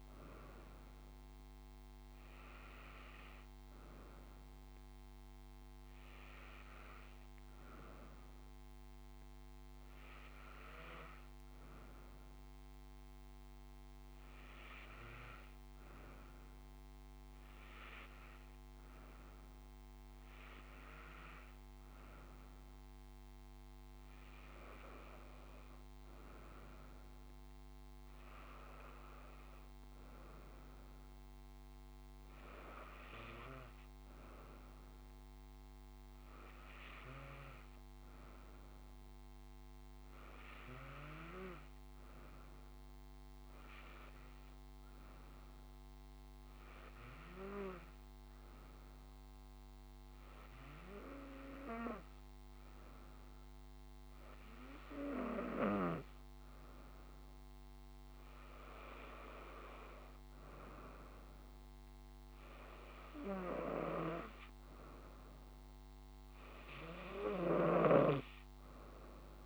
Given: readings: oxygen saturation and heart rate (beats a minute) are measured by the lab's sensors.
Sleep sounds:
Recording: breathing in sleep by a microphone on the trachea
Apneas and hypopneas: 1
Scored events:
24.00-29.00 s: arousal
41.50-57.50 s: hypopnea (oxygen 97% before, 94% lowest, heart rate 70 before, 69 extreme, up 4 after)
59.50-63.00 s: arousal
68.00-69.46 s: snoring (device-marked)
From the record:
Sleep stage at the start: N2 (light sleep)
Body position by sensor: on the right side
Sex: female

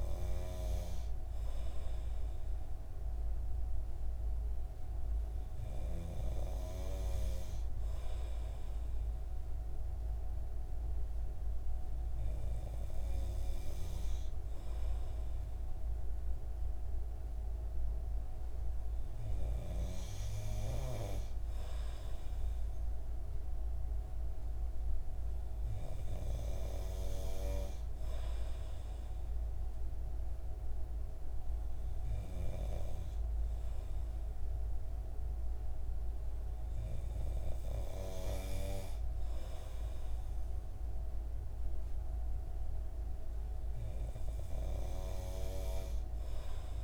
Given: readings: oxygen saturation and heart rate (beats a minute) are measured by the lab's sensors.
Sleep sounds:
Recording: breathing in sleep by a room microphone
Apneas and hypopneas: none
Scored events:
none scored
From the record:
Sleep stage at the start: N2 (light sleep)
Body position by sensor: on the right side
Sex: male

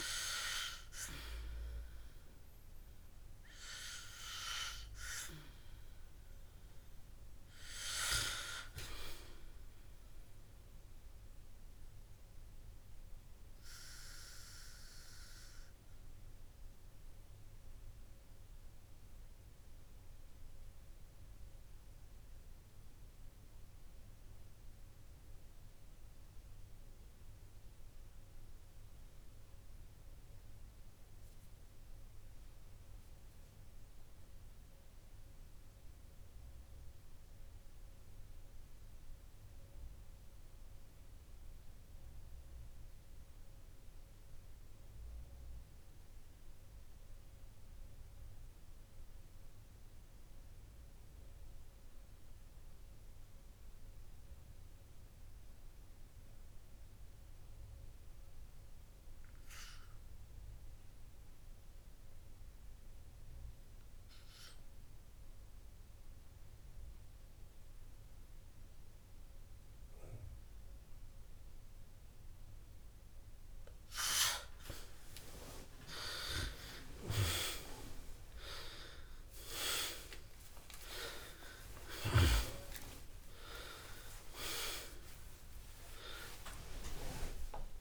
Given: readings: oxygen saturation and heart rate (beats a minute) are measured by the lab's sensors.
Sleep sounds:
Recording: breathing in sleep by a room microphone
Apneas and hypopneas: 1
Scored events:
0.00-24.50 s: oxygen desaturation (device-marked, oxygen 84% lowest, heart rate 53 extreme)
16.00-75.00 s: obstructive apnea (oxygen 94% before, 84% lowest, heart rate 72 before, 53 extreme, up 21 after)
53.50-87.81 s: oxygen desaturation (device-marked, oxygen 98% before, 91% lowest, heart rate 56 before, 57 extreme)
77.00-81.50 s: arousal
From the record:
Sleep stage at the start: N2 (light sleep)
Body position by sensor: on the back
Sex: male

